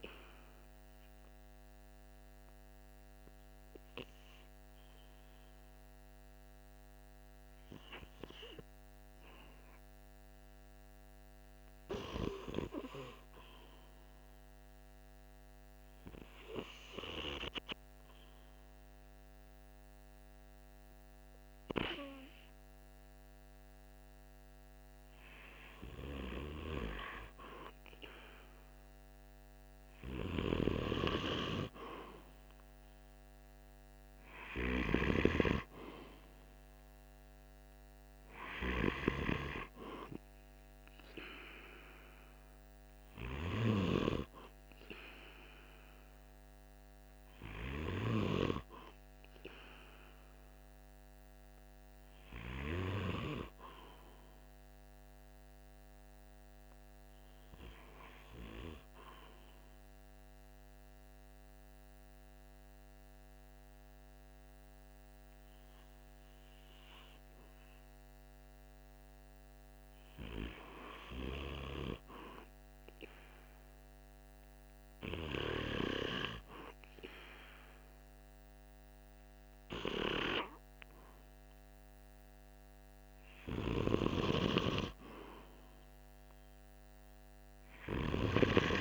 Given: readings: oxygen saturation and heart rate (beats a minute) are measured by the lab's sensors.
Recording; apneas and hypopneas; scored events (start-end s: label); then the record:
breathing in sleep by a microphone on the trachea; 2
0.00-8.00 s: oxygen desaturation (device-marked, oxygen 93% lowest, heart rate 45 extreme)
1.00-25.00 s: hypopnea (oxygen 97% before, 93% lowest, heart rate 46 before, 45 extreme, up 1 after)
27.00-31.50 s: arousal
57.50-69.50 s: obstructive apnea (oxygen 96% before, 94% lowest, heart rate 47 before, 45 extreme, up 1 after)
72.00-75.50 s: arousal
From the record:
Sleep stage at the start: N2 (light sleep); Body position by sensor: on the right side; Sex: male